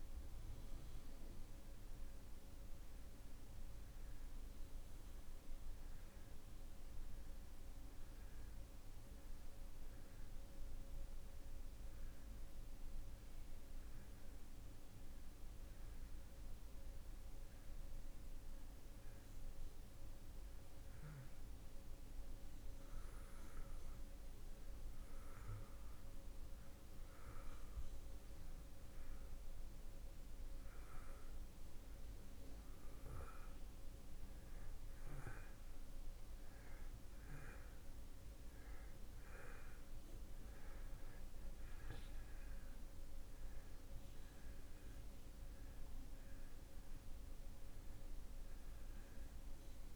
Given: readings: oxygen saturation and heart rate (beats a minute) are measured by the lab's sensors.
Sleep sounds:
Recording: breathing in sleep, hard to hear, by a room microphone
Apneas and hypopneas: 1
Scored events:
21.00-32.00 s: obstructive apnea (oxygen 92% before, 87% lowest)
34.00-39.50 s: arousal
43.00-49.96 s: oxygen desaturation (device-marked, oxygen 93% before, 87% lowest)
From the record:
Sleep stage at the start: N2 (light sleep)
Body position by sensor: on the back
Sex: male

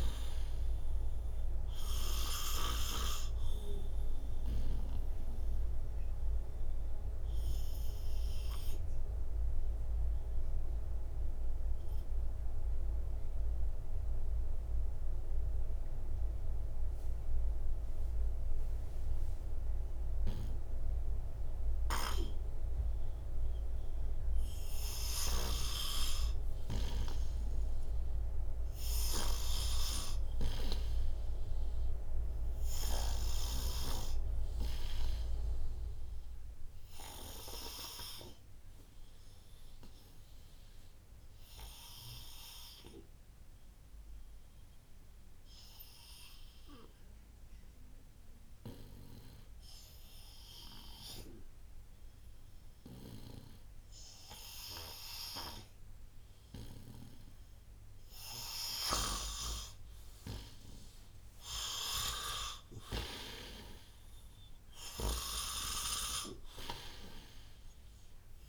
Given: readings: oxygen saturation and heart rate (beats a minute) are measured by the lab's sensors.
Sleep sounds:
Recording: breathing in sleep by a room microphone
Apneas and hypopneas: 2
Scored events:
0.00-3.00 s: snoring (device-marked)
0.00-24.50 s: oxygen desaturation (device-marked, oxygen 83% lowest, heart rate 58 extreme)
5.00-24.00 s: obstructive apnea (oxygen 97% before, 83% lowest, heart rate 64 before, 58 extreme, up 12 after)
26.00-30.00 s: arousal
29.00-34.00 s: snoring (device-marked)
32.50-55.50 s: oxygen desaturation (device-marked, oxygen 97% before, 87% lowest, heart rate 65 before, 61 extreme)
38.00-57.00 s: obstructive apnea (oxygen 97% before, 84% lowest, heart rate 63 before, 61 extreme, up 4 after)
58.50-61.00 s: arousal
63.50-68.49 s: oxygen desaturation (device-marked, oxygen 93% before, 84% lowest, heart rate 67 before, 60 extreme)
From the record:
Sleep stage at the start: N2 (light sleep)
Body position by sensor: on the right side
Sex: male

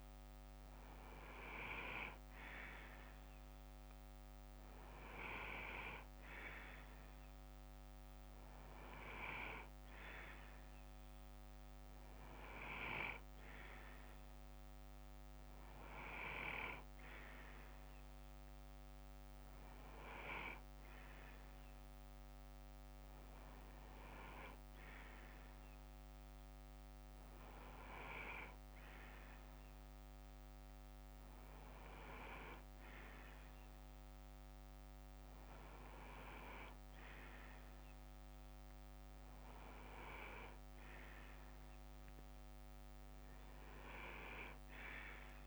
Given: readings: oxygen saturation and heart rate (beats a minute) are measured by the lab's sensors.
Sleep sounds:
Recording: breathing in sleep by a microphone on the trachea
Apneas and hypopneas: none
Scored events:
2.50-9.50 s: bradycardia (device-marked, heart rate 61 before, 59 extreme)
17.50-26.50 s: bradycardia (device-marked, heart rate 61 before, 57 extreme)
29.50-36.50 s: bradycardia (device-marked, heart rate 61 before, 59 extreme)
From the record:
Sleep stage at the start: N2 (light sleep)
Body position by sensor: on the left side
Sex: male

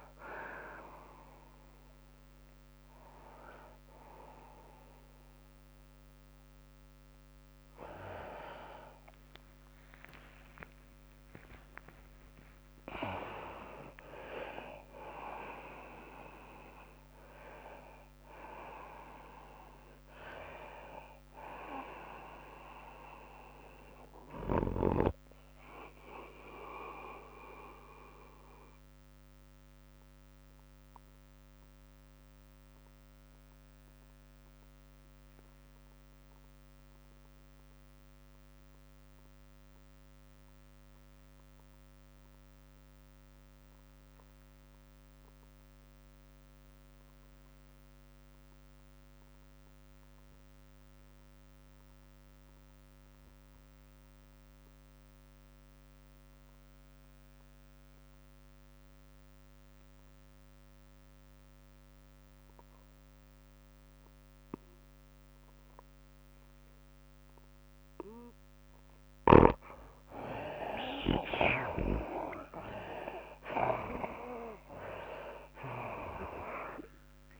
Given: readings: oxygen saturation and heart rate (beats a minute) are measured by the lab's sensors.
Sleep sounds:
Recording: breathing in sleep by a microphone on the trachea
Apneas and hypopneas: 1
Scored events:
0.00-10.50 s: drop in pulse transit time (device-marked, heart rate 114 extreme)
0.00-13.50 s: oxygen desaturation (device-marked, oxygen 63% lowest, heart rate 103 extreme)
0.00-40.50 s: tachycardia (device-marked, heart rate 143 extreme)
11.00-13.00 s: long interval between heartbeats (device-marked, heart rate 114 before, 134 extreme)
11.00-15.50 s: arousal
30.00-68.50 s: obstructive apnea (oxygen 98% before, 61% lowest, heart rate 123 before, 61 extreme, up 45 after)
42.50-77.40 s: oxygen desaturation (device-marked, oxygen 96% before, 61% lowest, heart rate 108 before, 61 extreme)
71.50-77.40 s: tachycardia (device-marked, heart rate 103 before, 116 extreme)
74.50-77.40 s: drop in pulse transit time (device-marked, heart rate 79 before, 102 extreme)
From the record:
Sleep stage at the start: N2 (light sleep)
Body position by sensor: on the right side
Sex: female

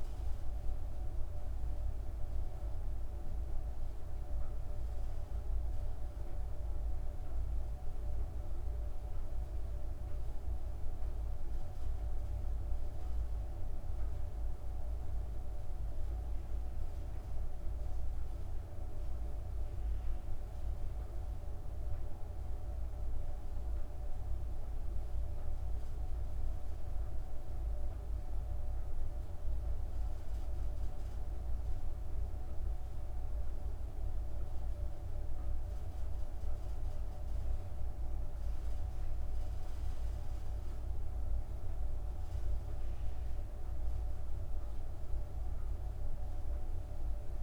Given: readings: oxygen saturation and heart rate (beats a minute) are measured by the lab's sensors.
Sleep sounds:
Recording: breathing in sleep, hard to hear, by a room microphone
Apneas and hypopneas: 1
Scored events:
13.50-19.50 s: arousal
28.00-40.50 s: mixed apnea (oxygen 98% before, 94% lowest, heart rate 58 before, 45 extreme, up 13 after)
43.50-47.43 s: arousal
46.00-47.43 s: oxygen desaturation (device-marked, oxygen 97% before, 94% lowest, heart rate 79 before, 27 extreme)
From the record:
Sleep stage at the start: N2 (light sleep)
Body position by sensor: on the back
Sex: female

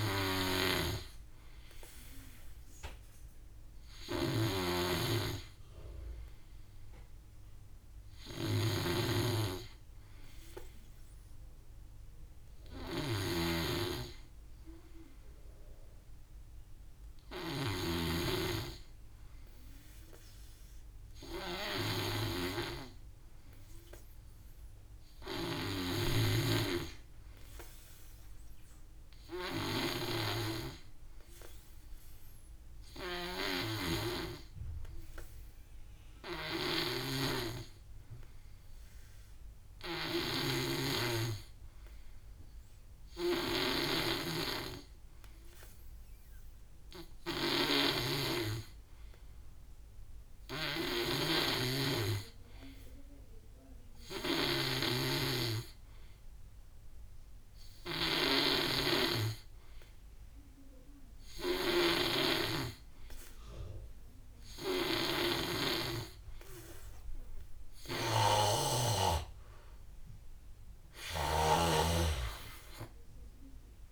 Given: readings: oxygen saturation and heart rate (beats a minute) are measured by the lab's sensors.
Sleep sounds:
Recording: breathing in sleep by a room microphone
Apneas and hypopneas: 1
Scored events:
0.00-3.50 s: drop in pulse transit time (device-marked, heart rate 59 extreme)
0.00-17.50 s: snoring (device-marked)
7.00-64.50 s: obstructive apnea (oxygen 92% before, 83% lowest, heart rate 66 before, 52 extreme, up 16 after)
19.50-41.50 s: oxygen desaturation (device-marked, oxygen 99% before, 89% lowest, heart rate 57 before, 53 extreme)
33.00-54.50 s: snoring (device-marked)
47.50-60.50 s: oxygen desaturation (device-marked, oxygen 91% before, 87% lowest, heart rate 60 before, 58 extreme)
65.00-68.50 s: snoring (device-marked)
70.50-73.92 s: drop in pulse transit time (device-marked, heart rate 63 before, 58 extreme)
72.50-73.92 s: arousal
From the record:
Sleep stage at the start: N2 (light sleep)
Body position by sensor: on the back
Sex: male

